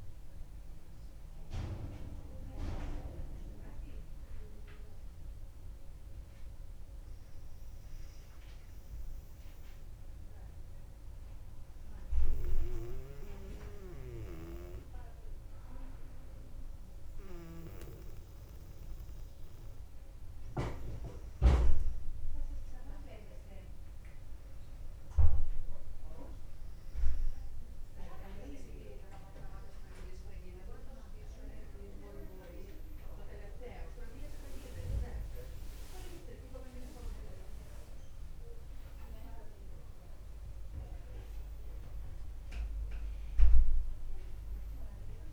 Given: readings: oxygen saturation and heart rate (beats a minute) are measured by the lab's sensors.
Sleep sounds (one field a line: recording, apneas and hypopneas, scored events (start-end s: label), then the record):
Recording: a person awake in a sleep study, by a room microphone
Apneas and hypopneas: 1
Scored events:
8.50-20.00 s: hypopnea (oxygen 99% before, 97% lowest, heart rate 60 before, 60 extreme, up 3 after)
22.00-45.33 s: new sleep stage, awake
37.00-45.33 s: drop in pulse transit time (device-marked, heart rate 62 before, 62 extreme)
From the record:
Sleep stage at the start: N2 (light sleep)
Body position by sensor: on the back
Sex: female